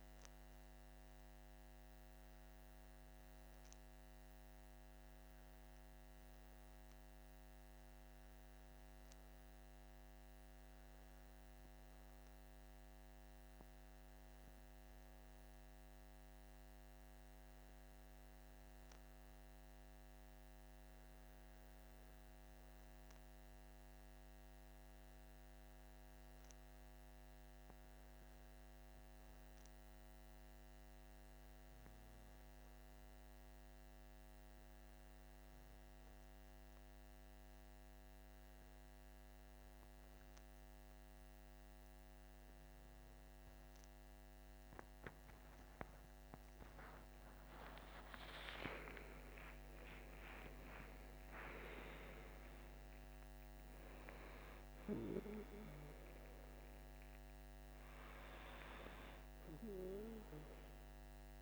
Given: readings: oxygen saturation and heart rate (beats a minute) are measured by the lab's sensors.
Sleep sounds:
breathing in sleep by a microphone on the trachea; 1
2.50-40.00 s: hypopnea (oxygen 95% before, 94% lowest, heart rate 60 before, 52 extreme, up 10 after)
44.00-49.00 s: arousal
54.00-61.41 s: new sleep stage, N2 (light sleep)
From the record:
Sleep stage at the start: REM sleep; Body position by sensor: on the back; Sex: male

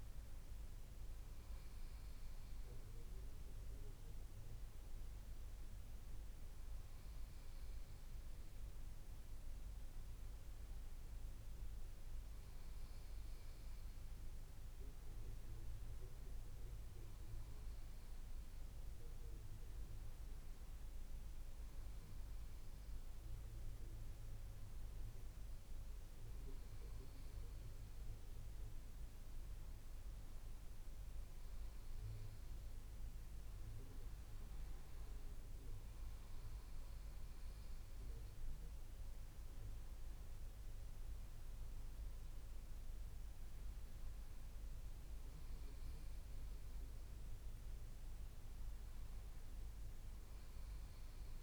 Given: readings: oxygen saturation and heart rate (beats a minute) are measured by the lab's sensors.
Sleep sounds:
a person awake in a sleep study, hard to hear, by a room microphone; none
none scored
From the record:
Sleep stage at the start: awake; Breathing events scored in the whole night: 310 in 5.2 hours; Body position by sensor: on the back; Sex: male

